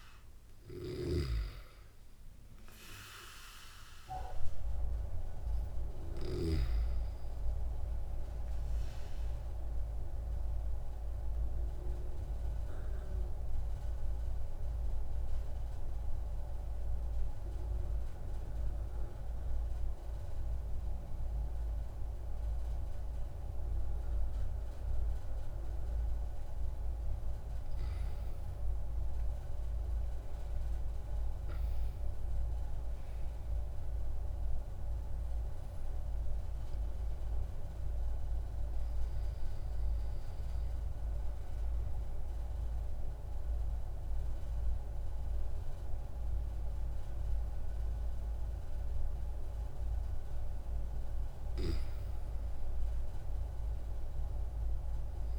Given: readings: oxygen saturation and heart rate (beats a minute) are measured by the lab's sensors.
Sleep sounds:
breathing in sleep, hard to hear, by a room microphone; 1
0.00-17.50 s: oxygen desaturation (device-marked, oxygen 91% lowest)
10.00-27.00 s: obstructive apnea (oxygen 96% before, 91% lowest)
28.50-32.00 s: arousal
53.50-55.39 s: arousal
From the record:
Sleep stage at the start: N2 (light sleep); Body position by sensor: on the back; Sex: male

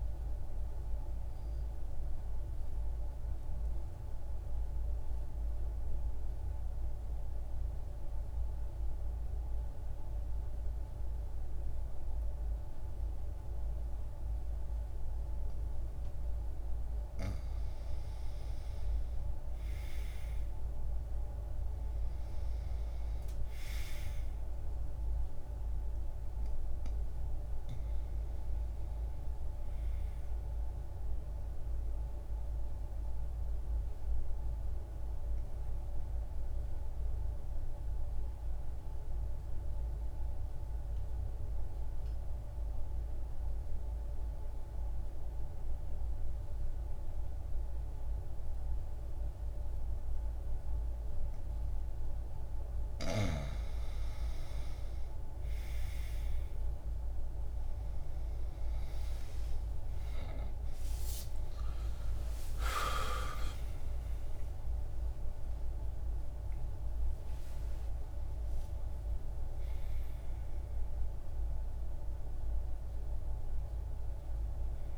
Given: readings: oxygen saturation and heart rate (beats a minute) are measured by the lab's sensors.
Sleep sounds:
breathing in sleep, hard to hear, by a room microphone; 2
0.00-6.50 s: oxygen desaturation (device-marked, oxygen 87% lowest, heart rate 60 extreme)
2.50-16.50 s: mixed apnea (oxygen 98% before, 86% lowest, heart rate 64 before, 60 extreme, up 0 after)
19.00-23.00 s: arousal
24.50-45.50 s: oxygen desaturation (device-marked, oxygen 98% before, 88% lowest, heart rate 63 before, 60 extreme)
31.50-51.00 s: obstructive apnea (oxygen 99% before, 86% lowest, heart rate 63 before, 60 extreme, up 3 after)
54.00-57.50 s: arousal
56.50-74.98 s: oxygen desaturation (device-marked, oxygen 97% before, 86% lowest, heart rate 60 before, 59 extreme)
59.00-64.00 s: arousal
From the record:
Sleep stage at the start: N2 (light sleep); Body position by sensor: on the right side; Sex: male

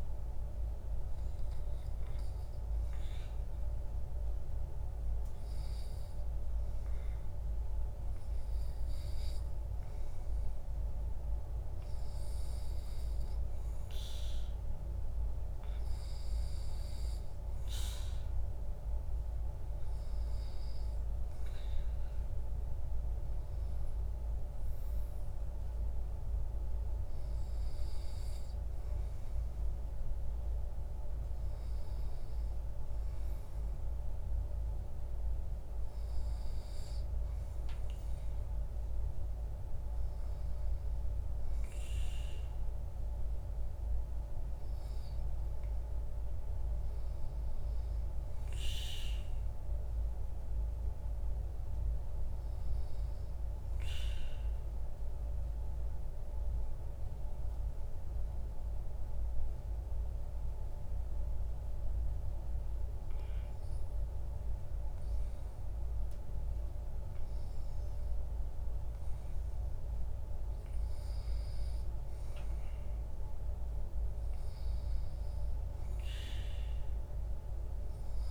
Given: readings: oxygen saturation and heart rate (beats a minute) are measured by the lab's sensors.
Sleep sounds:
breathing in sleep, hard to hear, by a room microphone; 1
46.00-50.00 s: arousal
53.50-64.00 s: obstructive apnea (oxygen 98% before, 96% lowest, heart rate 62 before, 54 extreme, up 6 after)
69.00-74.00 s: arousal
From the record:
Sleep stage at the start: REM sleep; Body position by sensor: on the back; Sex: male

